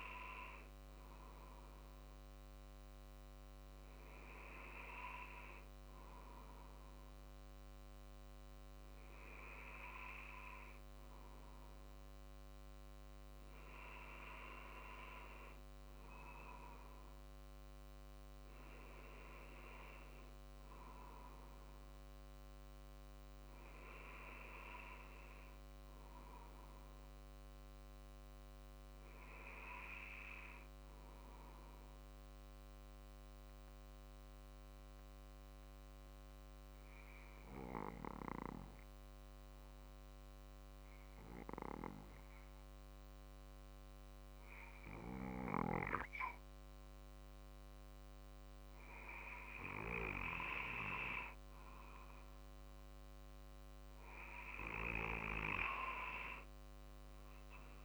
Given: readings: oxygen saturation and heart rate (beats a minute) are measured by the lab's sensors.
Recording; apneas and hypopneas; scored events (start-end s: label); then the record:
breathing in sleep by a microphone on the trachea; 1
9.50-20.50 s: oxygen desaturation (device-marked, oxygen 95% before, 92% lowest, heart rate 48 before, 46 extreme)
17.50-31.50 s: drop in pulse transit time (device-marked, heart rate 48 before, 47 extreme)
21.50-26.00 s: arousal
29.00-49.00 s: obstructive apnea (oxygen 95% before, 93% lowest, heart rate 49 before, 46 extreme, up 1 after)
47.50-57.85 s: drop in pulse transit time (device-marked, heart rate 48 before, 47 extreme)
51.00-55.00 s: arousal
From the record:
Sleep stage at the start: N2 (light sleep); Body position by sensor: on the back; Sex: male